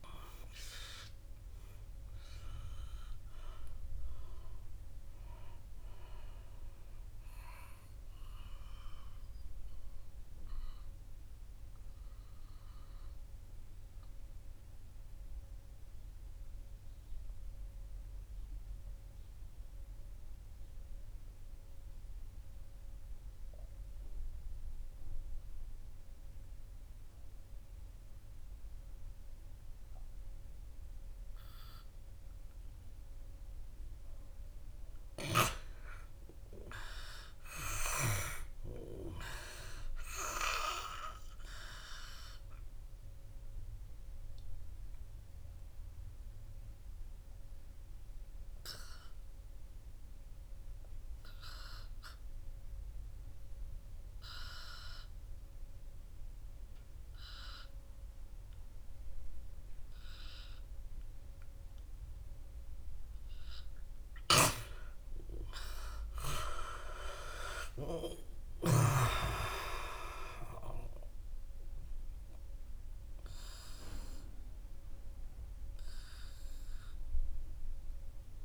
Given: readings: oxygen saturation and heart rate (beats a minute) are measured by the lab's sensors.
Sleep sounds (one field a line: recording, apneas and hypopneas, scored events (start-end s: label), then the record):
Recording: breathing in sleep by a room microphone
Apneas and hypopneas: 2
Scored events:
0.00-2.00 s: arousal
10.00-33.50 s: mixed apnea (oxygen 98% before, 87% lowest, heart rate 78 before, 67 extreme, up 0 after)
18.00-28.00 s: oxygen desaturation (device-marked, oxygen 96% before, 93% lowest, heart rate 83 before, 67 extreme)
35.00-39.00 s: arousal
42.50-64.50 s: obstructive apnea (oxygen 100% before, 87% lowest, heart rate 76 before, 66 extreme, up 13 after)
43.00-72.00 s: oxygen desaturation (device-marked, oxygen 100% before, 87% lowest, heart rate 76 before, 66 extreme)
65.50-70.50 s: arousal
From the record:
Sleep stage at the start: N2 (light sleep)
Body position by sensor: on the right side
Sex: male